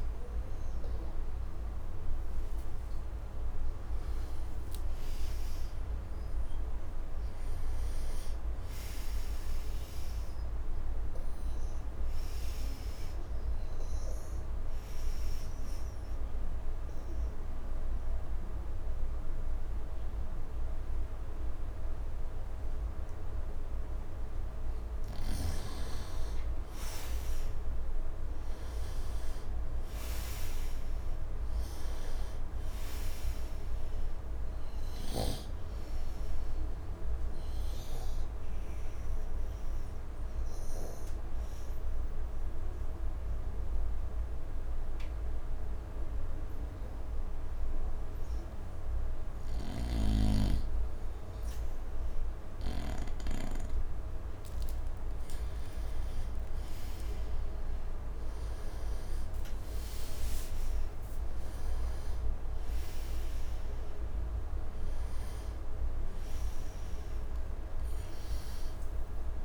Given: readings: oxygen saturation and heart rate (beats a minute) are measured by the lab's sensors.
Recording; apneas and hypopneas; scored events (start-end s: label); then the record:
breathing in sleep, hard to hear, by a room microphone; 2
0.00-12.00 s: oxygen desaturation (device-marked, oxygen 91% lowest, heart rate 76 extreme)
15.50-27.00 s: obstructive apnea (oxygen 99% before, 86% lowest, heart rate 78 before, 74 extreme, up 8 after)
28.00-31.00 s: arousal
29.00-47.00 s: oxygen desaturation (device-marked, oxygen 96% before, 86% lowest, heart rate 78 before, 74 extreme)
37.00-52.00 s: obstructive apnea (oxygen 97% before, 86% lowest, heart rate 80 before, 74 extreme, up 7 after)
49.50-53.00 s: snoring (device-marked)
56.00-59.50 s: arousal
62.00-69.45 s: oxygen desaturation (device-marked, oxygen 98% before, 89% lowest, heart rate 78 before, 74 extreme)
From the record:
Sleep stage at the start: N2 (light sleep); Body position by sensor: on the right side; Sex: male